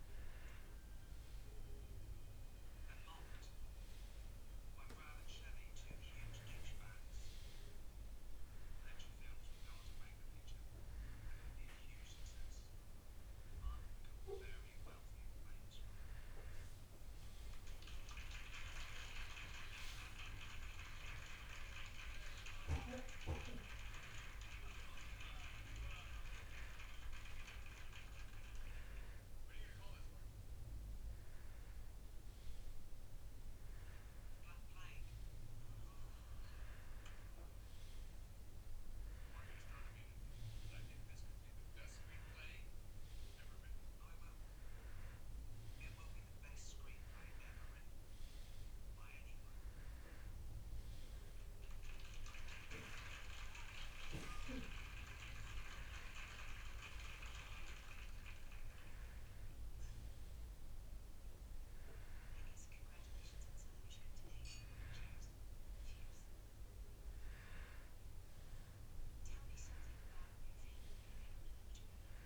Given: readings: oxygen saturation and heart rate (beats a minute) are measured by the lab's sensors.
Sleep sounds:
breathing in sleep by a room microphone; none
none scored
From the record:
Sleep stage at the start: N2 (light sleep); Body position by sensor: on the back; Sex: male

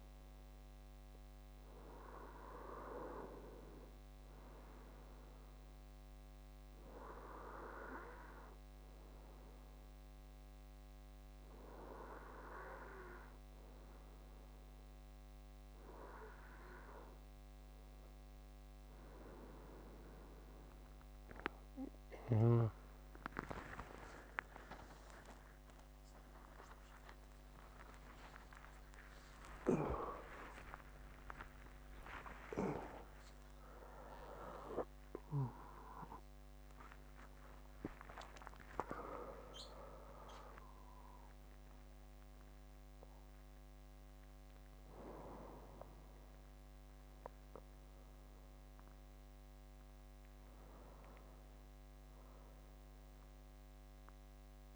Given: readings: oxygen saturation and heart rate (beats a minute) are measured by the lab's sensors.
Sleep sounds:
breathing in sleep by a microphone on the trachea; none
24.50-30.00 s: arousal
From the record:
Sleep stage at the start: N2 (light sleep); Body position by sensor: on the front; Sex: male

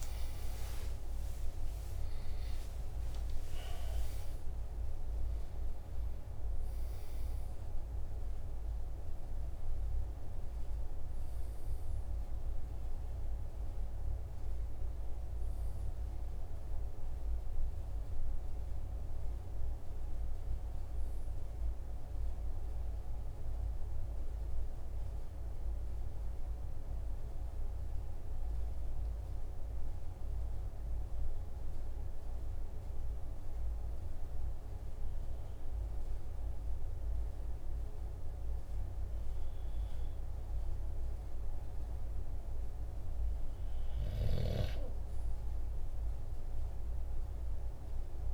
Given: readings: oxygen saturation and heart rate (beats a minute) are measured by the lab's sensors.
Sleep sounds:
breathing in sleep, hard to hear, by a room microphone; 1
0.00-2.00 s: arousal
23.50-40.00 s: hypopnea (oxygen 96% before, 95% lowest, heart rate 51 before, 45 extreme, up 1 after)
45.00-48.34 s: arousal
From the record:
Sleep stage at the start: N2 (light sleep); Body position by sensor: on the back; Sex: male

